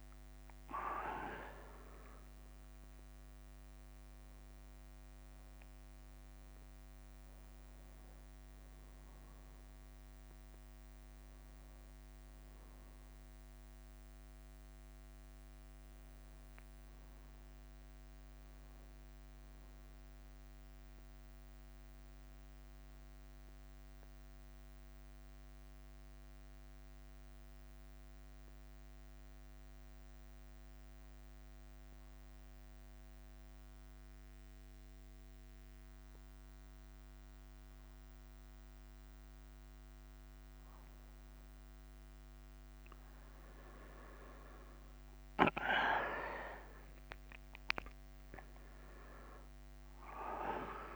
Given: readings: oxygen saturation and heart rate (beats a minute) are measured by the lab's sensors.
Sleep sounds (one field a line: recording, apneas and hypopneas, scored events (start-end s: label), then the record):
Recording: breathing in sleep by a microphone on the trachea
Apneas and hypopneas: 1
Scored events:
0.00-10.50 s: oxygen desaturation (device-marked, oxygen 91% lowest, heart rate 52 extreme)
9.50-18.50 s: bradycardia (device-marked, heart rate 58 before, 53 extreme)
22.00-27.00 s: arousal
25.50-33.50 s: bradycardia (device-marked, heart rate 59 before, 52 extreme)
28.50-42.00 s: mixed apnea (oxygen 100% before, 90% lowest, heart rate 62 before, 56 extreme, up 13 after)
39.00-41.00 s: long interval between heartbeats (device-marked, heart rate 61 before, 66 extreme)
44.00-48.50 s: arousal
44.50-50.96 s: oxygen desaturation (device-marked, oxygen 99% before, 90% lowest, heart rate 61 before, 52 extreme)
From the record:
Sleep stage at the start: N2 (light sleep)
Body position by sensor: on the back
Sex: male